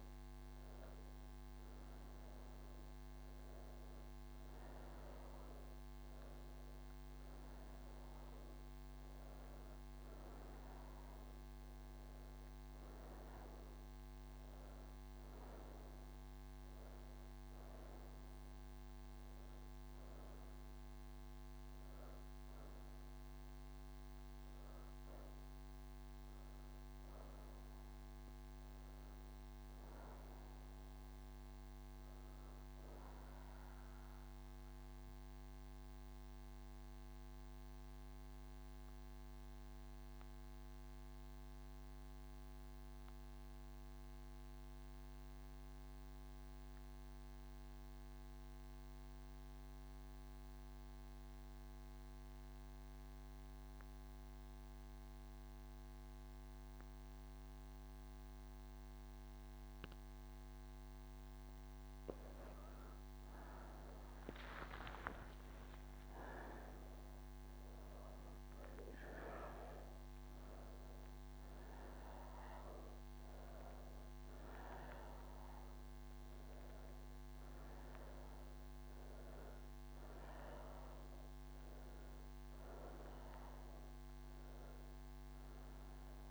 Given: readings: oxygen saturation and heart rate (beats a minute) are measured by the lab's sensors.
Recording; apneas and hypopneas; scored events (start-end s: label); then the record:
breathing in sleep, hard to hear, by a microphone on the trachea; none
0.00-35.50 s: oxygen desaturation (device-marked, oxygen 88% lowest)
62.50-75.50 s: oxygen desaturation (device-marked, oxygen 98% before, 94% lowest)
From the record:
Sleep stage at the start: N2 (light sleep); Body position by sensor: on the right side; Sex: female